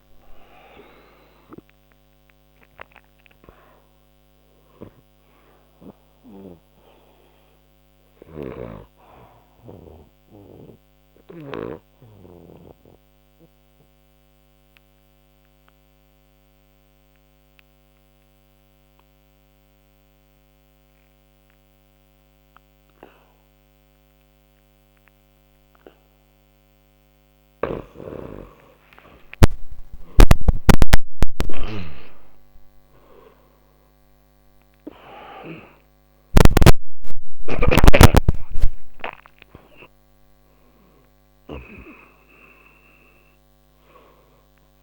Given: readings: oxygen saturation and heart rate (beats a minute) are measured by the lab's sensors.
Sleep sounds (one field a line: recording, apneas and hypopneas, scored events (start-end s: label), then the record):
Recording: breathing in sleep by a microphone on the trachea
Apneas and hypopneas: 1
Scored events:
0.00-21.50 s: oxygen desaturation (device-marked, oxygen 85% lowest, heart rate 61 extreme)
8.00-11.50 s: snoring (device-marked)
8.50-28.00 s: obstructive apnea (oxygen 97% before, 85% lowest, heart rate 72 before, 61 extreme)
29.00-34.50 s: arousal
30.50-44.83 s: oxygen desaturation (device-marked, oxygen 98% before, 90% lowest, heart rate 63 before, 59 extreme)
From the record:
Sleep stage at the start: N2 (light sleep)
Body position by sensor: on the back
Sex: male